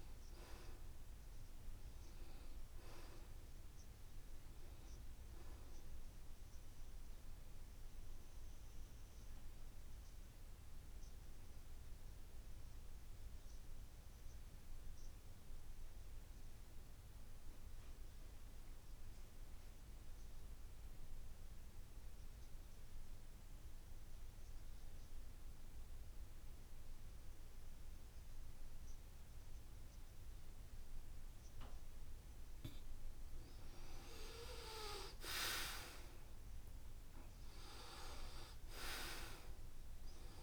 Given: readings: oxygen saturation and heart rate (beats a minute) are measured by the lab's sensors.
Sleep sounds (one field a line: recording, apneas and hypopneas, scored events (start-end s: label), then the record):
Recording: breathing in sleep by a room microphone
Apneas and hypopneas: 1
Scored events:
0.00-3.50 s: arousal
9.50-33.50 s: mixed apnea (oxygen 96% before, 83% lowest, heart rate 75 before, 71 extreme, up 8 after)
25.00-40.43 s: oxygen desaturation (device-marked, oxygen 95% before, 84% lowest, heart rate 74 before, 69 extreme)
35.50-40.00 s: arousal
From the record:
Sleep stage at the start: N2 (light sleep)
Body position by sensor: on the back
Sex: male